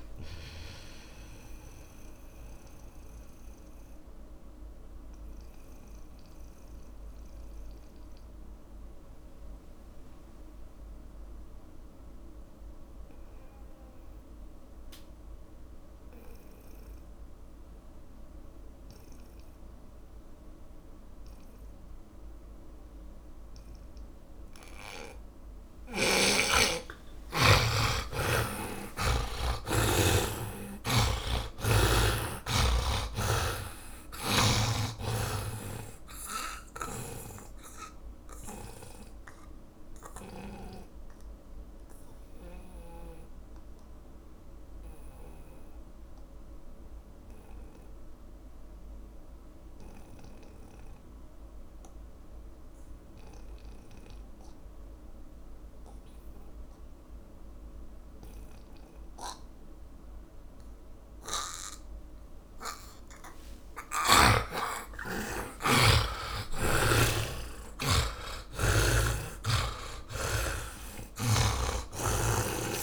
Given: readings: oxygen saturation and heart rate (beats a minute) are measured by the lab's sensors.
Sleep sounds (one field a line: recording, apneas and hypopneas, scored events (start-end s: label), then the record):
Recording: breathing in sleep by a room microphone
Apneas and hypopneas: 2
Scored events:
0.00-5.50 s: oxygen desaturation (device-marked, oxygen 82% lowest)
2.50-25.50 s: mixed apnea (oxygen 100% before, 78% lowest)
7.50-20.50 s: oxygen desaturation (device-marked, oxygen 86% before, 78% lowest)
27.50-54.50 s: oxygen desaturation (device-marked, oxygen 100% before, 79% lowest)
28.50-33.50 s: arousal
33.50-41.00 s: snoring (device-marked)
40.00-64.00 s: obstructive apnea (oxygen 100% before, 77% lowest)
61.50-66.50 s: oxygen desaturation (device-marked, oxygen 100% before, 94% lowest)
65.50-71.00 s: arousal
68.50-72.83 s: oxygen desaturation (device-marked, oxygen 100% before, 78% lowest)
From the record:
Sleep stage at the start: N2 (light sleep)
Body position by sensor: on the back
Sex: male